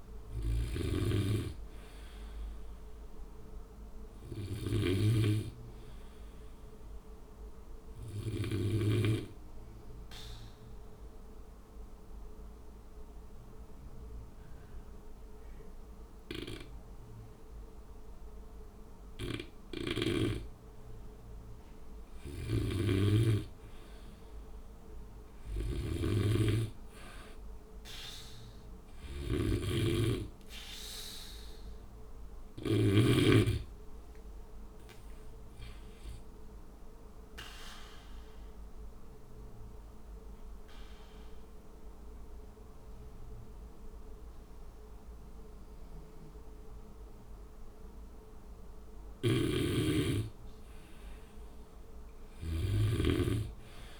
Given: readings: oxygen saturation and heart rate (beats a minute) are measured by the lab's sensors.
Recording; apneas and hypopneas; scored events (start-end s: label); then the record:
breathing in sleep by a room microphone; 2
0.00-1.00 s: snoring (device-marked)
8.50-20.00 s: obstructive apnea (oxygen 97% before, 92% lowest, heart rate 60 before, 59 extreme, up 1 after)
22.00-33.00 s: snoring (device-marked)
24.50-29.00 s: arousal
35.50-48.00 s: obstructive apnea (oxygen 96% before, 92% lowest, heart rate 60 before, 58 extreme, up 2 after)
39.50-54.00 s: oxygen desaturation (device-marked, oxygen 96% before, 92% lowest, heart rate 61 before, 58 extreme)
49.00-54.00 s: snoring (device-marked)
From the record:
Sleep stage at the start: N2 (light sleep); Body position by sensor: on the back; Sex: male